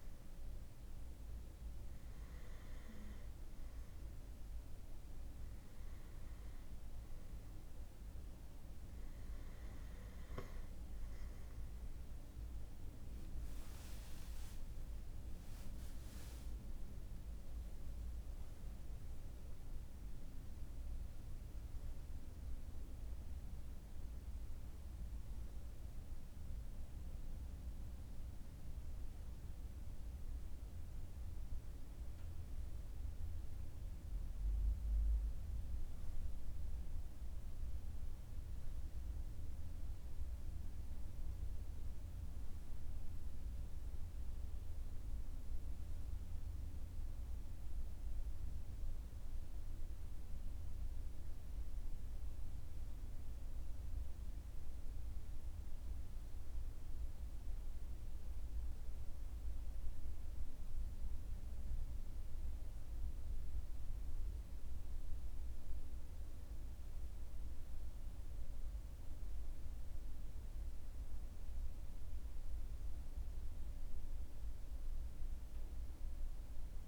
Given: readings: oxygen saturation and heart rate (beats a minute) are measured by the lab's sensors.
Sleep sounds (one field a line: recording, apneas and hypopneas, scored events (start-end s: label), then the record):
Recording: breathing in sleep, hard to hear, by a room microphone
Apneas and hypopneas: none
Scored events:
13.00-17.50 s: arousal
From the record:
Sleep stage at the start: N2 (light sleep)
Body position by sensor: on the right side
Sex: male